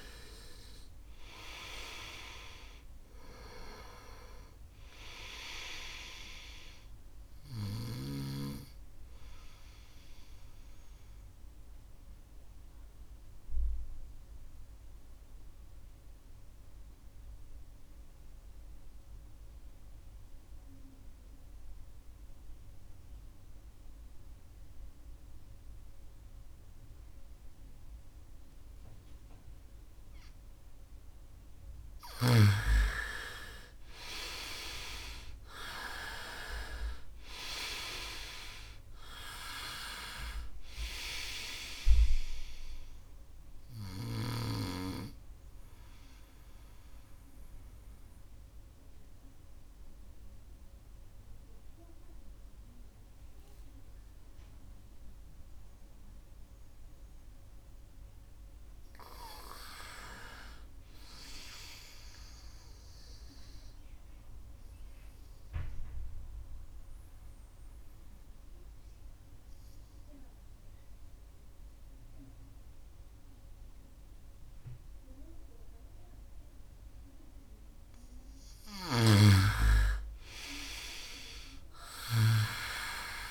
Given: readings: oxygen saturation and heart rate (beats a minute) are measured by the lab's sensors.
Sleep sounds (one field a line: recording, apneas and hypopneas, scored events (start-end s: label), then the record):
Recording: breathing in sleep by a room microphone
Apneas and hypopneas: 3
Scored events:
0.00-22.50 s: oxygen desaturation (device-marked, oxygen 89% lowest, heart rate 66 extreme)
10.50-30.00 s: obstructive apnea (oxygen 98% before, 87% lowest, heart rate 72 before, 67 extreme, up 4 after)
30.50-58.50 s: oxygen desaturation (device-marked, oxygen 98% before, 87% lowest, heart rate 69 before, 65 extreme)
32.00-37.00 s: arousal
45.00-56.00 s: obstructive apnea (oxygen 98% before, 87% lowest, heart rate 71 before, 65 extreme, up 4 after)
58.00-61.50 s: arousal
64.00-76.00 s: obstructive apnea (oxygen 99% before, 87% lowest, heart rate 70 before, 66 extreme, up 6 after)
78.50-82.50 s: arousal
79.50-83.31 s: oxygen desaturation (device-marked, oxygen 97% before, 87% lowest, heart rate 68 before, 64 extreme)
From the record:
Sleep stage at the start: N2 (light sleep)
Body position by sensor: on the right side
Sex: male